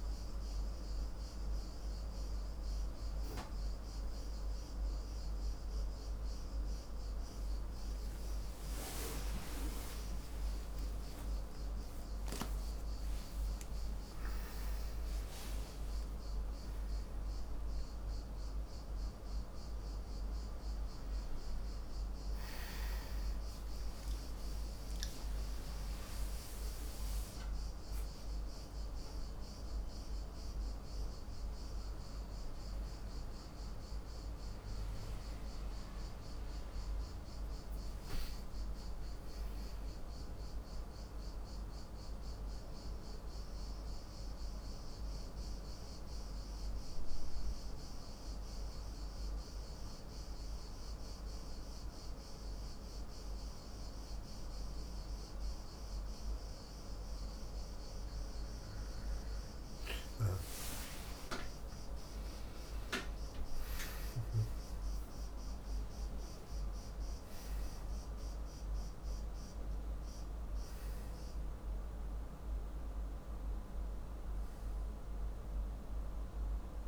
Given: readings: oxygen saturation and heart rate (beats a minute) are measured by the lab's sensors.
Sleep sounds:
a person partly awake in a sleep study, hard to hear, by a room microphone; 1
28.00-58.00 s: new sleep stage, N1 (lightest sleep)
30.00-45.00 s: oxygen desaturation (device-marked, oxygen 97% before, 94% lowest, heart rate 94 before, 52 extreme)
45.00-59.50 s: central apnea (oxygen 97% before, 93% lowest, heart rate 89 before, 52 extreme, up 36 after)
58.00-76.88 s: new sleep stage, N2 (light sleep)
61.00-64.50 s: arousal
73.00-76.88 s: oxygen desaturation (device-marked, oxygen 96% before, 93% lowest, heart rate 66 before, 52 extreme)
From the record:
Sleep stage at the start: awake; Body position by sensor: on the back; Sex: male

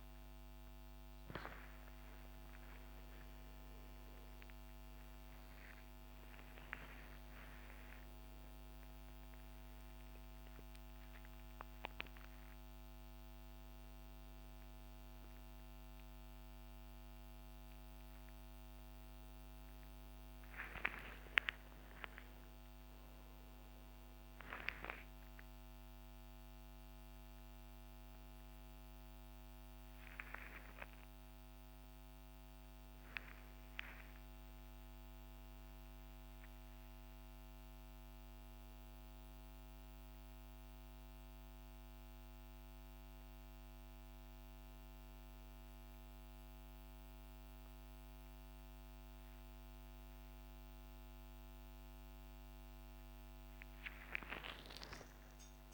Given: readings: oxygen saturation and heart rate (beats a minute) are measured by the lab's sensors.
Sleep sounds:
a person awake in a sleep study, by a microphone on the trachea; none
0.00-3.50 s: oxygen desaturation (device-marked, oxygen 92% lowest, heart rate 81 extreme)
From the record:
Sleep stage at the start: awake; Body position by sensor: upright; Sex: male

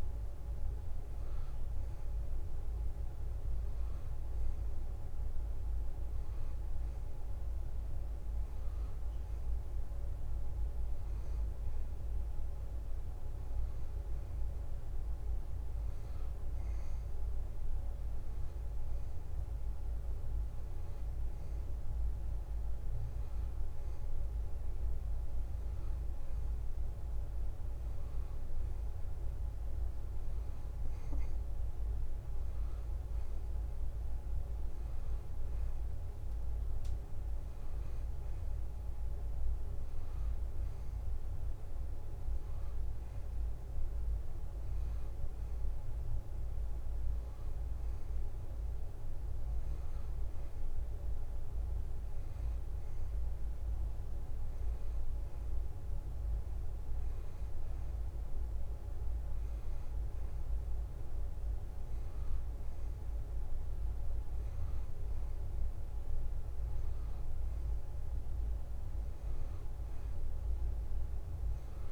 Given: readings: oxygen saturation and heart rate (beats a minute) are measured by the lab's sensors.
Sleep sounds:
breathing in sleep, hard to hear, by a room microphone; none
none scored
From the record:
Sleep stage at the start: N2 (light sleep); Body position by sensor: on the back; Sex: male

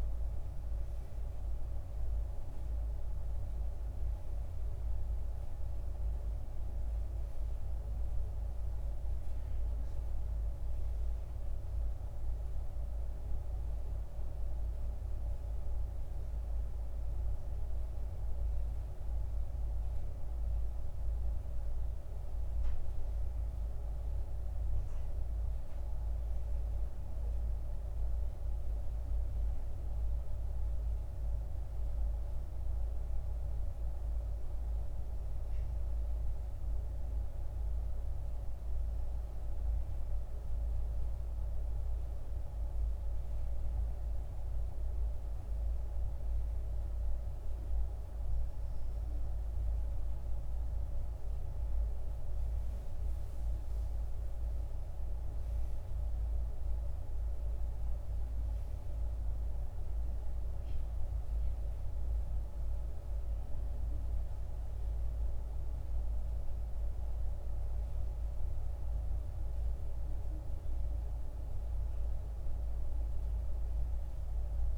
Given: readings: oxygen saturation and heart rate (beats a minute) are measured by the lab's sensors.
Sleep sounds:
breathing in sleep, hard to hear, by a room microphone; none
none scored
From the record:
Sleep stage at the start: N1 (lightest sleep); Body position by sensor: on the right side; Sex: female

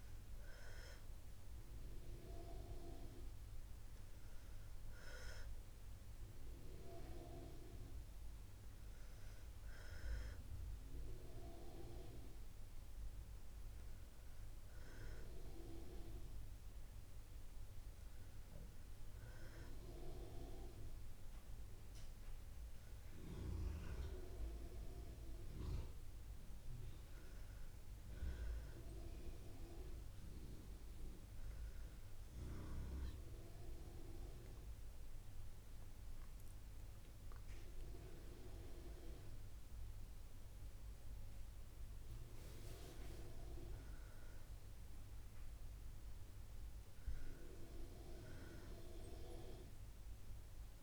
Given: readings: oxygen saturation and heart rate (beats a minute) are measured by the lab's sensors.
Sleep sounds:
breathing in sleep by a room microphone; none
none scored
From the record:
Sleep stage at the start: REM sleep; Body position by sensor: on the back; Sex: female

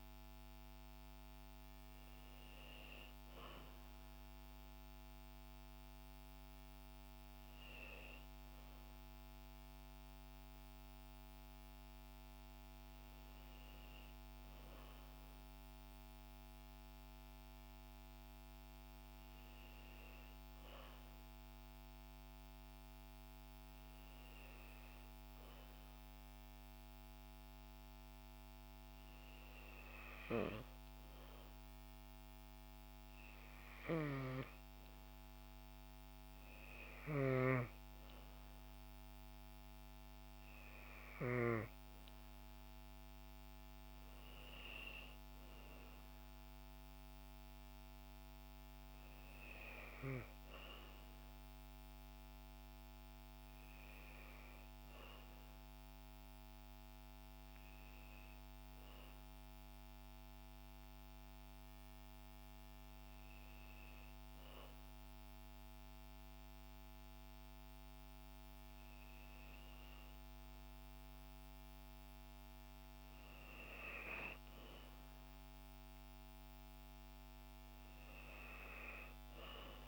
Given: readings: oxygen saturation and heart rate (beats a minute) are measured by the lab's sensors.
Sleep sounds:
breathing in sleep by a microphone on the trachea; none
none scored
From the record:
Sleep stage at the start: N2 (light sleep); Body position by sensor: on the back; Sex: female

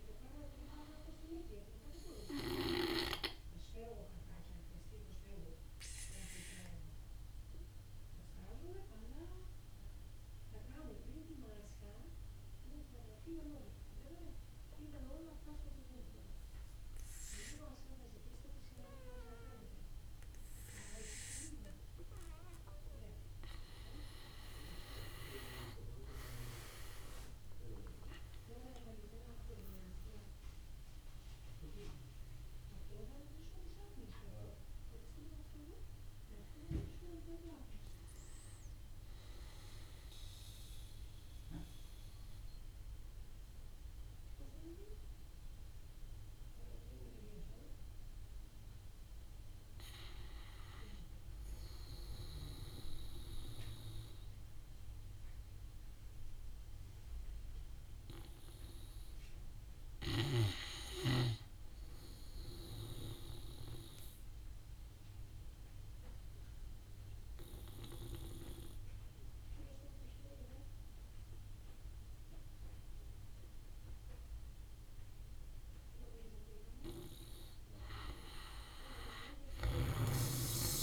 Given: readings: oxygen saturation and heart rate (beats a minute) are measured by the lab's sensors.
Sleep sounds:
breathing in sleep by a room microphone; 3
0.00-3.50 s: oxygen desaturation (device-marked, oxygen 85% lowest, heart rate 53 extreme)
2.00-20.50 s: obstructive apnea (oxygen 98% before, 84% lowest, heart rate 60 before, 50 extreme, up 15 after)
17.50-46.50 s: oxygen desaturation (device-marked, oxygen 98% before, 84% lowest, heart rate 57 before, 50 extreme)
24.00-28.00 s: arousal
27.50-40.50 s: drop in pulse transit time (device-marked, heart rate 58 before, 52 extreme)
39.50-49.50 s: obstructive apnea (oxygen 98% before, 86% lowest, heart rate 64 before, 55 extreme, up 8 after)
53.00-56.50 s: arousal
63.00-75.50 s: obstructive apnea (oxygen 99% before, 86% lowest, heart rate 57 before, 53 extreme, up 8 after)
68.50-73.50 s: oxygen desaturation (device-marked, oxygen 96% before, 91% lowest, heart rate 57 before, 53 extreme)
78.50-80.82 s: arousal
79.50-80.82 s: oxygen desaturation (device-marked, oxygen 93% before, 86% lowest, heart rate 57 before, 53 extreme)
From the record:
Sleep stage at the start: N2 (light sleep); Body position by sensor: on the back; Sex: male

